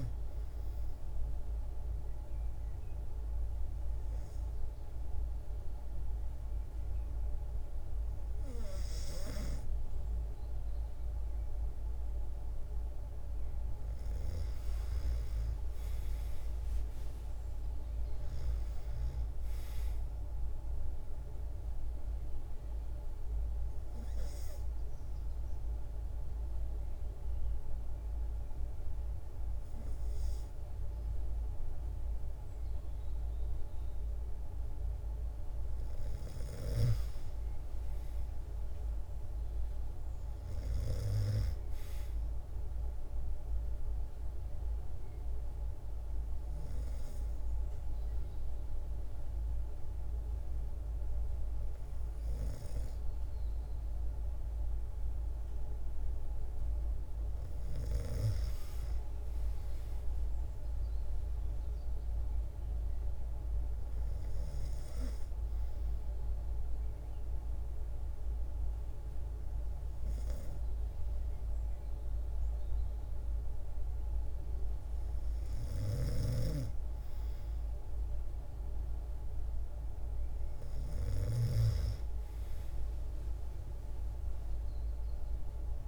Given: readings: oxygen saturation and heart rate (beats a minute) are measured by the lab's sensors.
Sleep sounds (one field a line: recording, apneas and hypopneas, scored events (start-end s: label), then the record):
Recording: breathing in sleep by a room microphone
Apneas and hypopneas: 4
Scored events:
0.50-12.50 s: obstructive apnea (oxygen 98% before, 93% lowest)
15.00-18.00 s: arousal
20.50-34.00 s: obstructive apnea (oxygen 98% before, 93% lowest)
35.50-40.50 s: snoring (device-marked)
37.00-40.50 s: arousal
44.00-55.00 s: hypopnea (oxygen 97% before, 94% lowest, heart rate 68 before, 76 extreme)
57.50-60.50 s: arousal
64.50-76.00 s: obstructive apnea (oxygen 97% before, 94% lowest, heart rate 103 before, 72 extreme)
74.50-80.50 s: snoring (device-marked)
81.50-85.00 s: arousal
From the record:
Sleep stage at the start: N2 (light sleep)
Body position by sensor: on the back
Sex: female